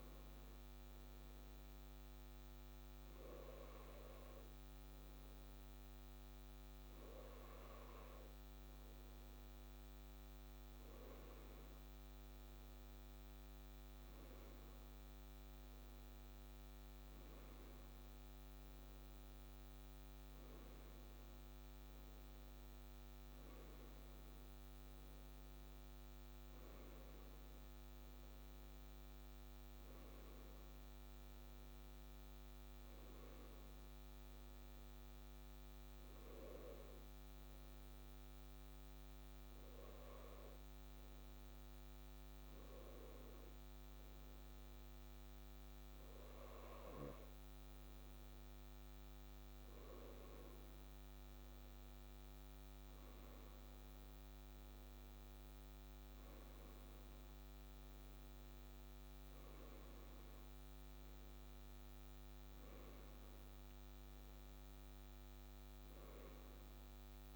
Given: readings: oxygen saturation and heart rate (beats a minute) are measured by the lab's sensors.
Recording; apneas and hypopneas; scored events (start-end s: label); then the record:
breathing in sleep, hard to hear, by a microphone on the trachea; none
14.00-19.00 s: arousal
60.50-67.36 s: new sleep stage, N1 (lightest sleep)
From the record:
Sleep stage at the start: N2 (light sleep); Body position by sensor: on the left side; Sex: male